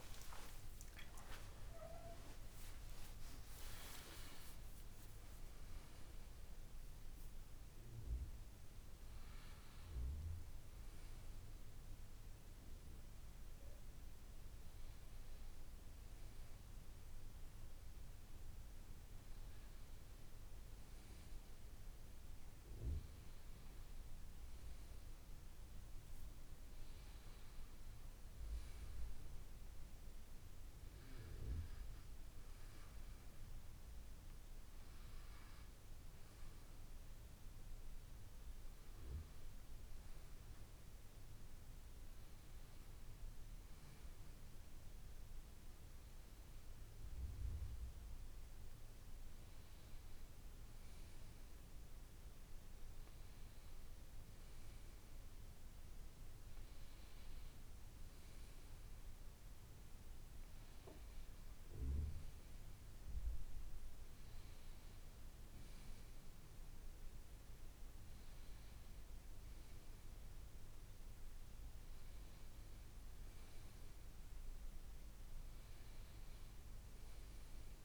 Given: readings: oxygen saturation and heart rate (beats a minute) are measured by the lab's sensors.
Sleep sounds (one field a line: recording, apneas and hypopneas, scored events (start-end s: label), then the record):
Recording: a person awake in a sleep study, hard to hear, by a room microphone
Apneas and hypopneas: none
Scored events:
2.50-77.85 s: new sleep stage, awake
From the record:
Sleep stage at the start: N2 (light sleep)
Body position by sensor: on the back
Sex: male